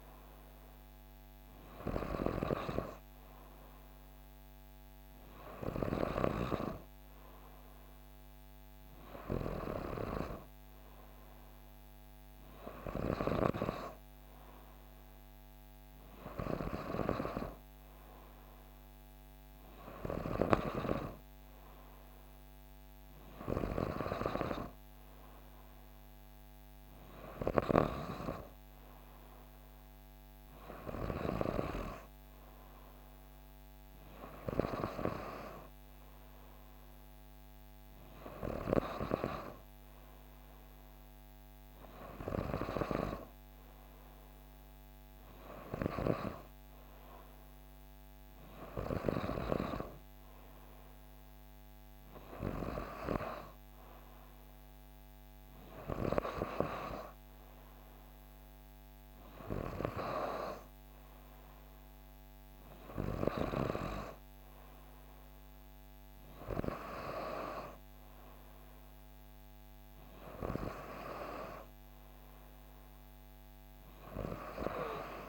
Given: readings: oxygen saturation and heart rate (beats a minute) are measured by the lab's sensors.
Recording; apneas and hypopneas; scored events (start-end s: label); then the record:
breathing in sleep by a microphone on the trachea; none
none scored
From the record:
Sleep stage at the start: N3 (deep sleep); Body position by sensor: on the back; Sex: female